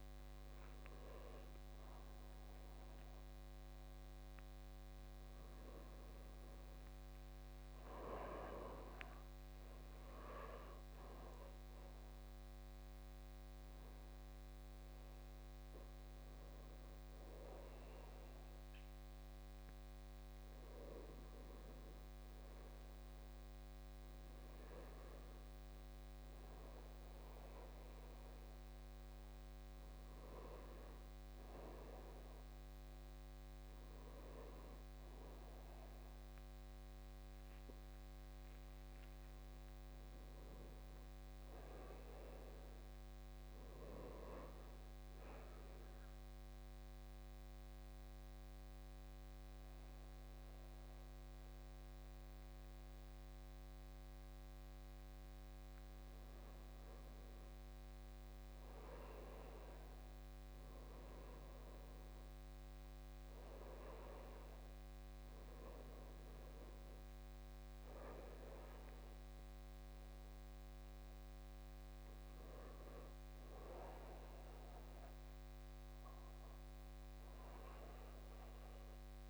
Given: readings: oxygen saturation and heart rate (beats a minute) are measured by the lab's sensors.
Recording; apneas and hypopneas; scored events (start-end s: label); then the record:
breathing in sleep by a microphone on the trachea; none
none scored
From the record:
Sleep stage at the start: N2 (light sleep); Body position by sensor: on the back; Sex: male